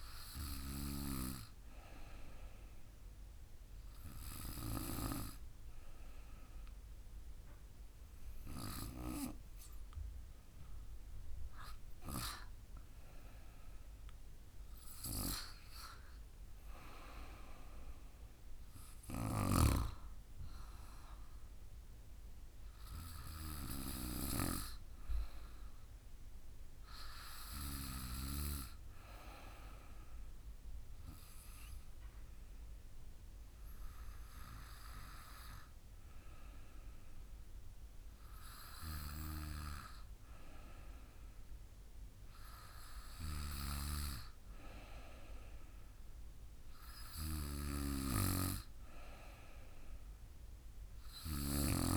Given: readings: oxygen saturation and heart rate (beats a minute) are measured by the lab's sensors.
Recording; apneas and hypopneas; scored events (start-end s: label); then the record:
breathing in sleep by a room microphone; 2
1.50-13.00 s: hypopnea (oxygen 97% before, 95% lowest, heart rate 54 before, 48 extreme, up 10 after)
15.00-18.50 s: arousal
29.50-39.50 s: hypopnea (oxygen 97% before, 94% lowest, heart rate 56 before, 48 extreme, up 4 after)
50.00-51.97 s: arousal
From the record:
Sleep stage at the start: N2 (light sleep); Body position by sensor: on the back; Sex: female